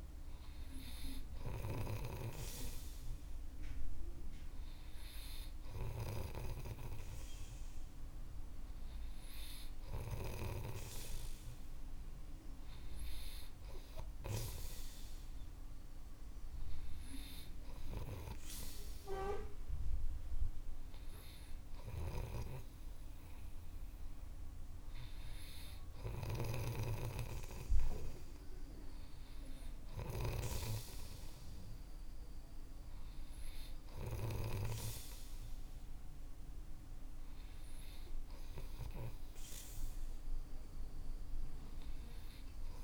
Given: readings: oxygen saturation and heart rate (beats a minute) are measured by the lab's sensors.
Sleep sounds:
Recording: breathing in sleep by a room microphone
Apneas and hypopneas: none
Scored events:
0.00-2.50 s: snoring (device-marked)
26.50-35.00 s: snoring (device-marked)
From the record:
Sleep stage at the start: N3 (deep sleep)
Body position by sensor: on the right side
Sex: male

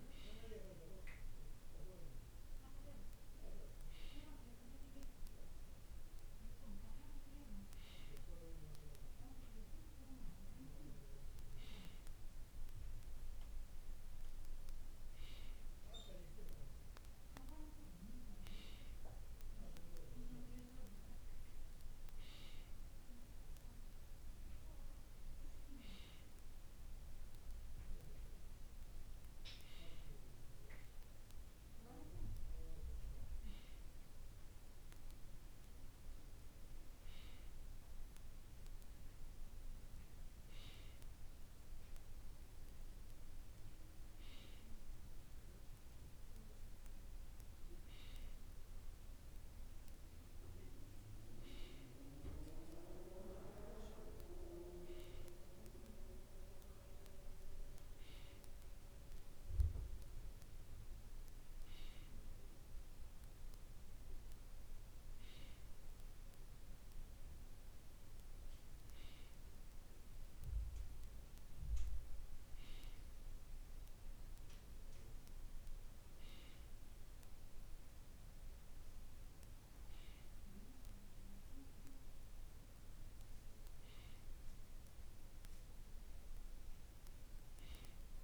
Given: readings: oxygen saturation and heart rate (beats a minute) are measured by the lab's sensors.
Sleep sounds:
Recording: breathing in sleep by a room microphone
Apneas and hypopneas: none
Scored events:
none scored
From the record:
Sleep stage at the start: N2 (light sleep)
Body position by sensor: on the right side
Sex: male

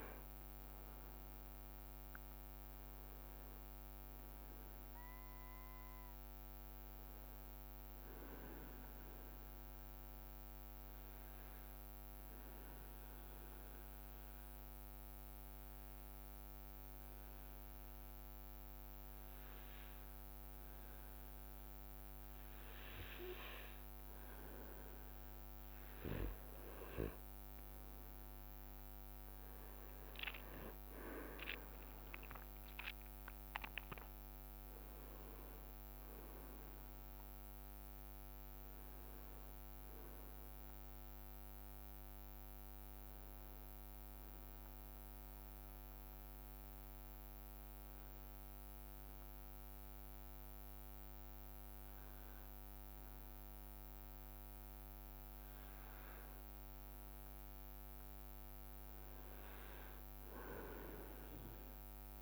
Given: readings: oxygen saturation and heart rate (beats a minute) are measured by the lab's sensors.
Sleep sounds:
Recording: breathing in sleep by a microphone on the trachea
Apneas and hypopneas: 2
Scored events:
0.00-12.50 s: oxygen desaturation (device-marked, oxygen 95% lowest, heart rate 61 extreme)
11.00-24.00 s: obstructive apnea (oxygen 99% before, 94% lowest, heart rate 66 before, 63 extreme, up 7 after)
28.50-52.50 s: oxygen desaturation (device-marked, oxygen 99% before, 94% lowest, heart rate 66 before, 59 extreme)
31.00-35.00 s: arousal
44.50-56.00 s: obstructive apnea (oxygen 99% before, 95% lowest, heart rate 69 before, 59 extreme, up 6 after)
From the record:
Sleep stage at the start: N2 (light sleep)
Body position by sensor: on the back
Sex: male

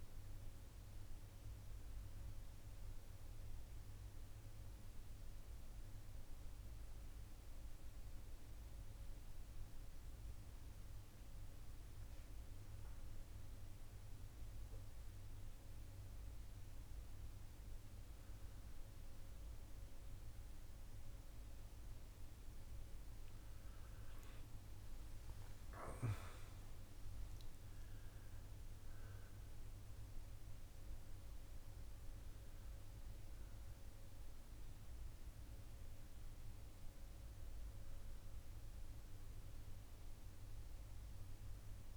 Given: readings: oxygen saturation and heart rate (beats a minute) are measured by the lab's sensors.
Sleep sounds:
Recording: breathing in sleep, hard to hear, by a room microphone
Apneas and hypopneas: 1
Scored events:
0.00-8.00 s: oxygen desaturation (device-marked, oxygen 95% lowest, heart rate 53 extreme)
4.00-23.00 s: hypopnea (oxygen 99% before, 92% lowest, heart rate 82 before, 53 extreme, up 9 after)
11.00-41.97 s: new sleep stage, N2 (light sleep)
21.00-41.97 s: oxygen desaturation (device-marked, oxygen 99% before, 92% lowest, heart rate 55 before, 54 extreme)
25.00-28.50 s: arousal
From the record:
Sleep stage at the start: N1 (lightest sleep)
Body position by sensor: on the back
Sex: male

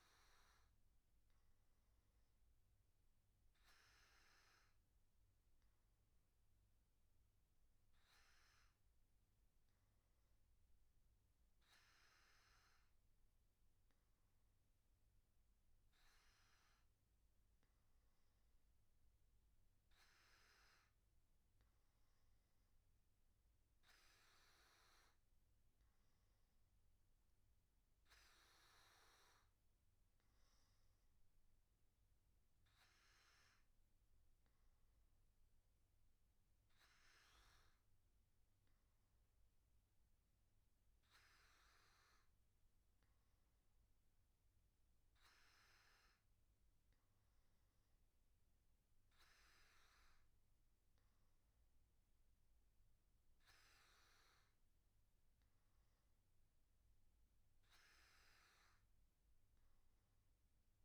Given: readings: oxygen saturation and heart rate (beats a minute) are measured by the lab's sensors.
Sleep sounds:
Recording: breathing in sleep, hard to hear, by a room microphone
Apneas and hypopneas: none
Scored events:
none scored
From the record:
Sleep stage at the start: N1 (lightest sleep)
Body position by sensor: on the back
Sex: male

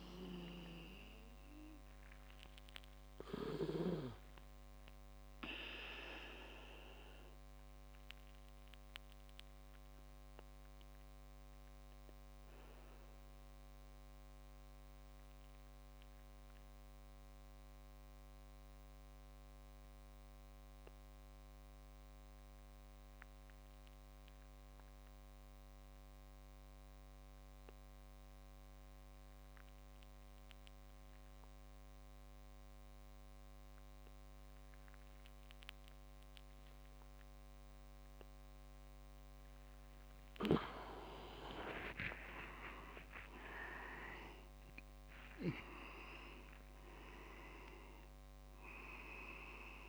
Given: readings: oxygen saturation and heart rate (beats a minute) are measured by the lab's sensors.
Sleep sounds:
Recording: breathing in sleep by a microphone on the trachea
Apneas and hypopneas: 1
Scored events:
0.00-9.00 s: oxygen desaturation (device-marked, oxygen 92% lowest)
7.50-40.50 s: mixed apnea (oxygen 98% before, 93% lowest)
14.00-20.00 s: tachycardia (device-marked)
35.00-49.88 s: oxygen desaturation (device-marked, oxygen 99% before, 93% lowest)
41.50-44.50 s: leg movement (device-marked)
42.50-46.00 s: arousal
From the record:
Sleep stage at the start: N2 (light sleep)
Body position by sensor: on the back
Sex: male

